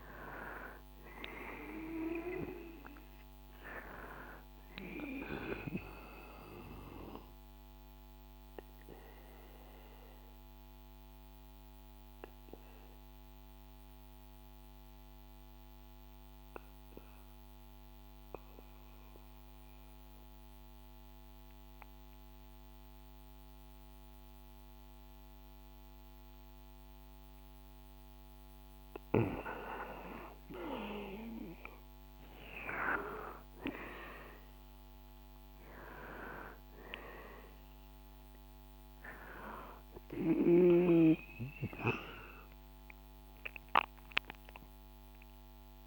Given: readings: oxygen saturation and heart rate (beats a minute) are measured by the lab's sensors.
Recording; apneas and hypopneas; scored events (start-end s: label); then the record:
breathing in sleep by a microphone on the trachea; 1
0.00-19.00 s: oxygen desaturation (device-marked, oxygen 93% lowest, heart rate 64 extreme)
5.00-28.50 s: mixed apnea (oxygen 97% before, 93% lowest, heart rate 66 before, 63 extreme, up 4 after)
30.00-34.00 s: arousal
30.00-45.87 s: oxygen desaturation (device-marked, oxygen 98% before, 93% lowest, heart rate 66 before, 62 extreme)
From the record:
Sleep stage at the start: N2 (light sleep); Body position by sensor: on the back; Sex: male